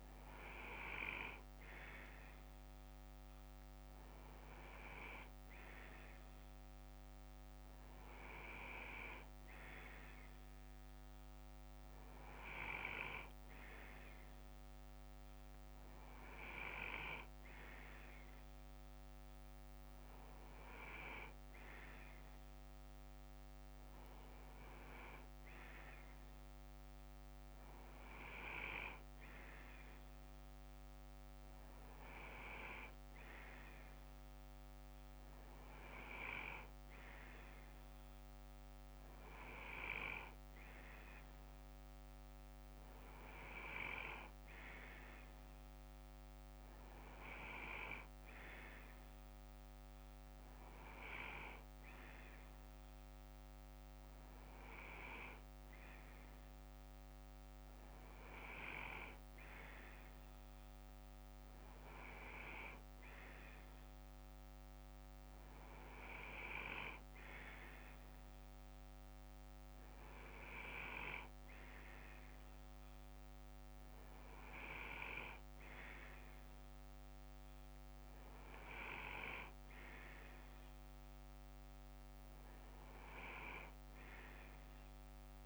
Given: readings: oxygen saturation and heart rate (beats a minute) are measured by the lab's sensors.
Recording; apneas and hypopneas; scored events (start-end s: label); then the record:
breathing in sleep by a microphone on the trachea; none
0.00-4.00 s: bradycardia (device-marked, heart rate 61 before, 57 extreme)
29.00-43.00 s: bradycardia (device-marked, heart rate 61 before, 58 extreme)
61.00-70.00 s: bradycardia (device-marked, heart rate 61 before, 57 extreme)
78.00-80.00 s: bradycardia (device-marked, heart rate 61 before, 60 extreme)
From the record:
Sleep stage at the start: N2 (light sleep); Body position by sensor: on the left side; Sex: male